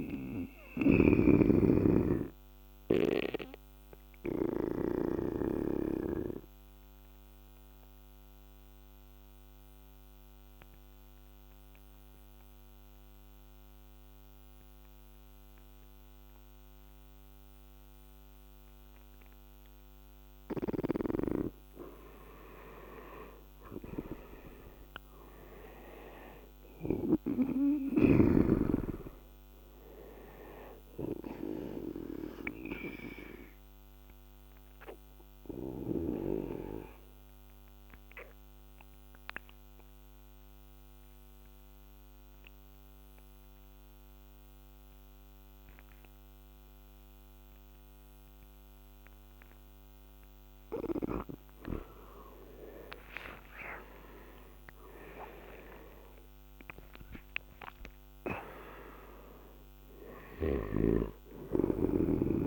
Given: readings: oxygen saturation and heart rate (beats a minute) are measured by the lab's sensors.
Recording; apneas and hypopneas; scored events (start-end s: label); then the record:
breathing in sleep by a microphone on the trachea; 2
0.00-1.00 s: snoring (device-marked)
0.00-15.50 s: oxygen desaturation (device-marked, oxygen 89% lowest, heart rate 73 extreme)
3.50-20.50 s: obstructive apnea (oxygen 98% before, 89% lowest, heart rate 79 before, 73 extreme, up 6 after)
23.00-27.00 s: arousal
28.50-44.50 s: oxygen desaturation (device-marked, oxygen 97% before, 89% lowest, heart rate 77 before, 74 extreme)
33.00-50.00 s: obstructive apnea (oxygen 98% before, 89% lowest, heart rate 77 before, 69 extreme, up 5 after)
53.00-57.50 s: arousal
56.50-62.47 s: oxygen desaturation (device-marked, oxygen 98% before, 89% lowest, heart rate 83 before, 69 extreme)
From the record:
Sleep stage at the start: N2 (light sleep); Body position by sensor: on the right side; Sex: male